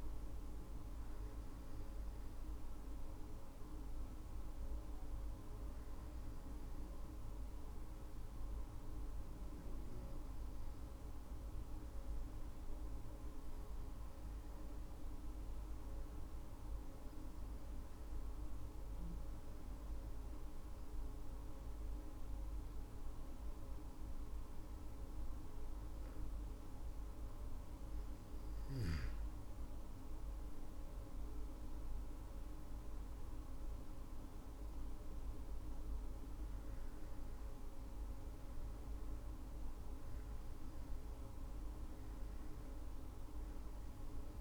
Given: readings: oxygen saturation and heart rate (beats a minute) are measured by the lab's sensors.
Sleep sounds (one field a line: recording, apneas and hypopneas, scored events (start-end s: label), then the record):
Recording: breathing in sleep, hard to hear, by a room microphone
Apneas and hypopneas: 1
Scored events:
15.00-27.50 s: hypopnea (oxygen 98% before, 96% lowest, heart rate 55 before, 51 extreme, up 15 after)
28.50-33.50 s: arousal
From the record:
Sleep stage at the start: N2 (light sleep)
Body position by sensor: on the back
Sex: female